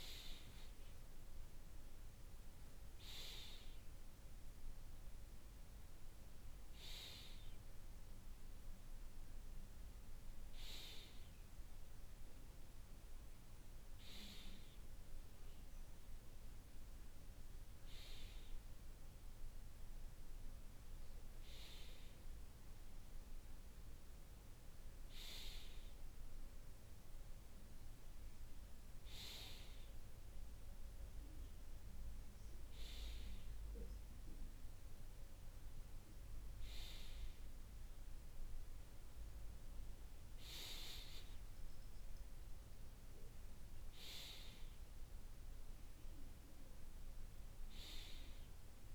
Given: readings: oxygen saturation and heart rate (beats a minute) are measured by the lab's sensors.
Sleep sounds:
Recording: breathing in sleep by a room microphone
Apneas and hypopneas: none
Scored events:
none scored
From the record:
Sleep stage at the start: N2 (light sleep)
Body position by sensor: on the right side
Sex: male

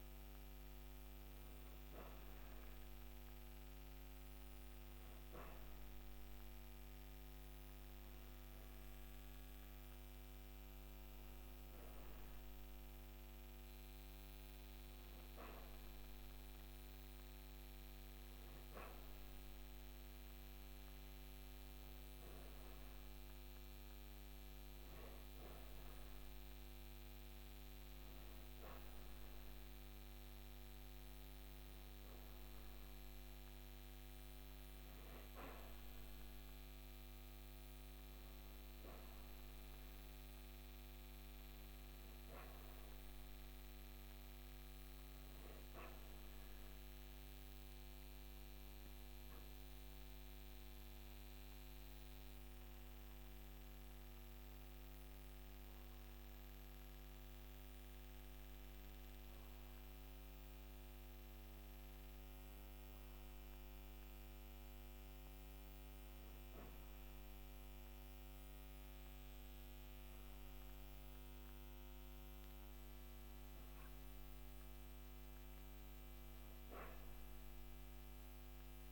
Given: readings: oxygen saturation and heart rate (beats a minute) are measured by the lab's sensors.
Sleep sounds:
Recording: breathing in sleep, hard to hear, by a microphone on the trachea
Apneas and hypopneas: none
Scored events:
none scored
From the record:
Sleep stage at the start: N2 (light sleep)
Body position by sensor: on the back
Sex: female

